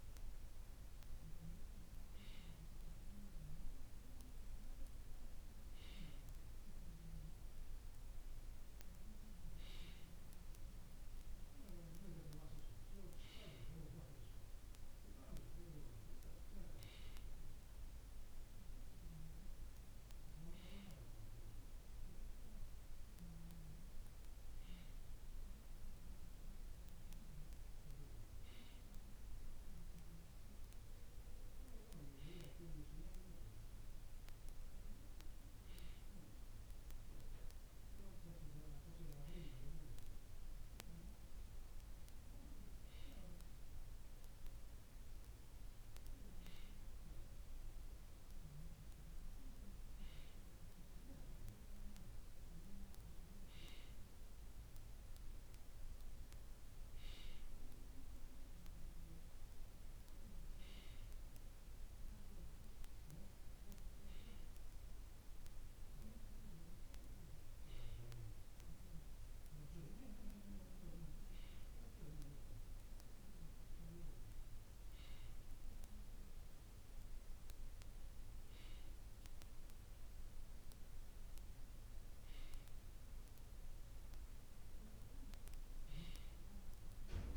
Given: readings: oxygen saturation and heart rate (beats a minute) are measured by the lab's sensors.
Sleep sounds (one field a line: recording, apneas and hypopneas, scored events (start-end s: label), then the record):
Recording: breathing in sleep by a room microphone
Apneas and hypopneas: none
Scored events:
none scored
From the record:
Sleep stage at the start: N2 (light sleep)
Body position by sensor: on the right side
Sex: male